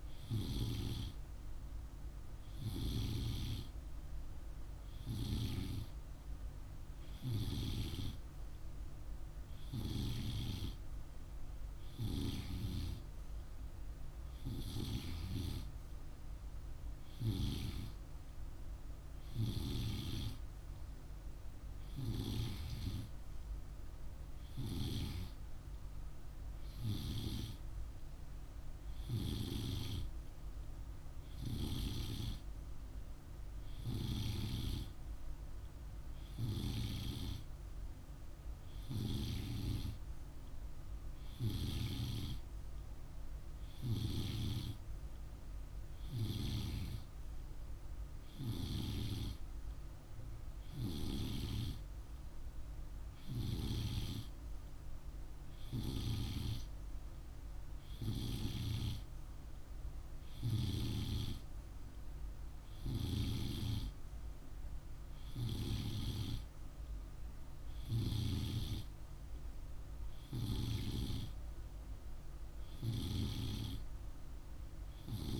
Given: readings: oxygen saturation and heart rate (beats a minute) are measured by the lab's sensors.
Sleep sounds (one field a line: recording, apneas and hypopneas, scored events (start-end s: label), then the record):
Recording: breathing in sleep by a room microphone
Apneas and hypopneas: none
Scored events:
none scored
From the record:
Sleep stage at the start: N2 (light sleep)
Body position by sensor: on the right side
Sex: male